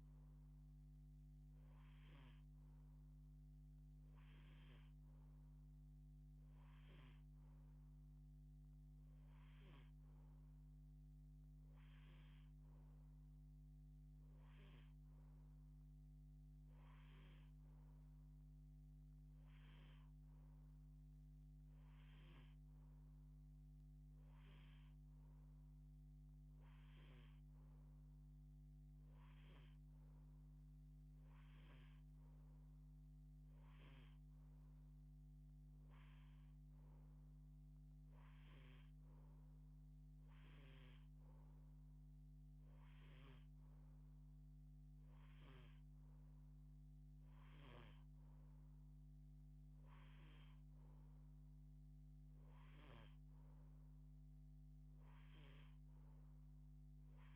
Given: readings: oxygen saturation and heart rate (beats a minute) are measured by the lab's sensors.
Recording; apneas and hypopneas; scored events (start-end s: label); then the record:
breathing in sleep, hard to hear, by a microphone on the trachea; none
none scored
From the record:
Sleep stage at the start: N2 (light sleep); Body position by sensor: on the left side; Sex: female